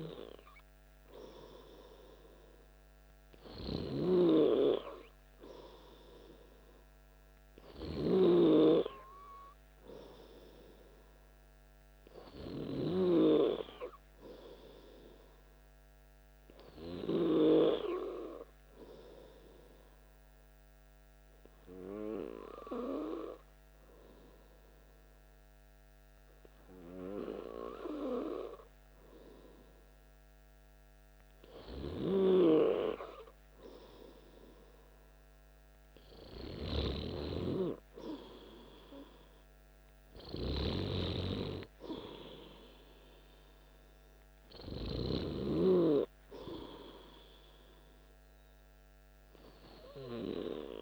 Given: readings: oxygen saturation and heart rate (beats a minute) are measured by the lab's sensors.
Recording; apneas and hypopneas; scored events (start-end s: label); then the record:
breathing in sleep by a microphone on the trachea; 1
21.00-32.00 s: hypopnea (oxygen 98% before, 96% lowest, heart rate 56 before, 54 extreme, up 1 after)
33.50-36.50 s: arousal
From the record:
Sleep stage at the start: N2 (light sleep); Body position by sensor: on the back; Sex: male